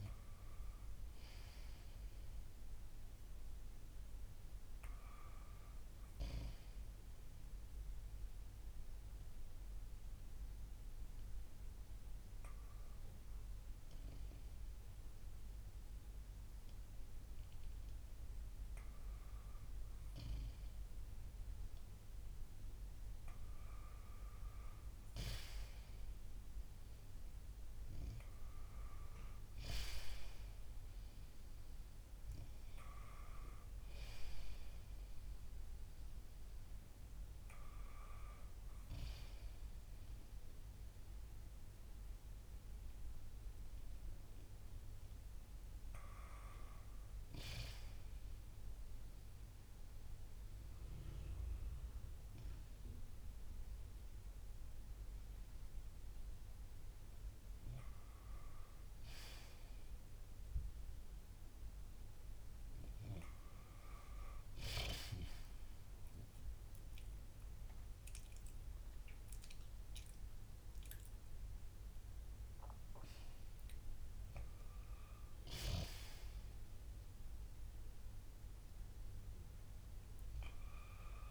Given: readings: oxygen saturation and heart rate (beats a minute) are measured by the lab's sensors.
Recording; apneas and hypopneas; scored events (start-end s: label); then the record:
breathing in sleep by a room microphone; 1
7.50-20.00 s: mixed apnea (oxygen 96% before, 93% lowest, heart rate 61 before, 55 extreme, up 0 after)
23.50-28.50 s: arousal
31.50-50.50 s: oxygen desaturation (device-marked, oxygen 96% before, 93% lowest, heart rate 58 before, 57 extreme)
66.50-71.50 s: arousal
From the record:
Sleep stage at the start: N1 (lightest sleep); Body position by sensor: on the back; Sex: male